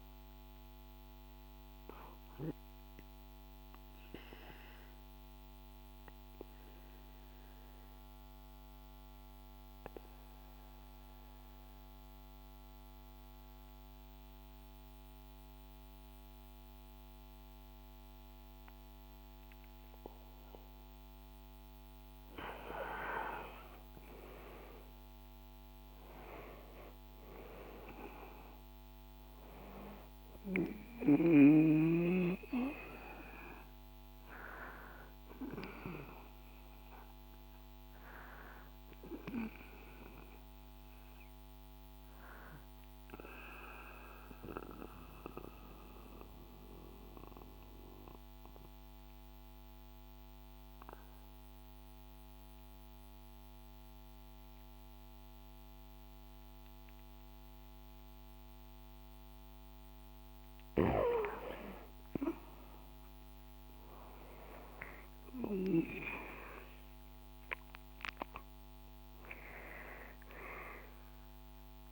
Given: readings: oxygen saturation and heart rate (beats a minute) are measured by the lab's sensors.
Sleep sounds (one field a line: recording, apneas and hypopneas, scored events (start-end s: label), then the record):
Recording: breathing in sleep by a microphone on the trachea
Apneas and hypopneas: 2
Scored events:
2.00-22.00 s: mixed apnea (oxygen 98% before, 94% lowest, heart rate 65 before, 63 extreme, up 6 after)
23.50-27.50 s: arousal
42.50-61.00 s: mixed apnea (oxygen 98% before, 93% lowest, heart rate 67 before, 63 extreme, up 8 after)
63.50-71.91 s: oxygen desaturation (device-marked, oxygen 98% before, 93% lowest, heart rate 66 before, 63 extreme)
64.00-68.50 s: arousal
From the record:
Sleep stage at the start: N2 (light sleep)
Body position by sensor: on the back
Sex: male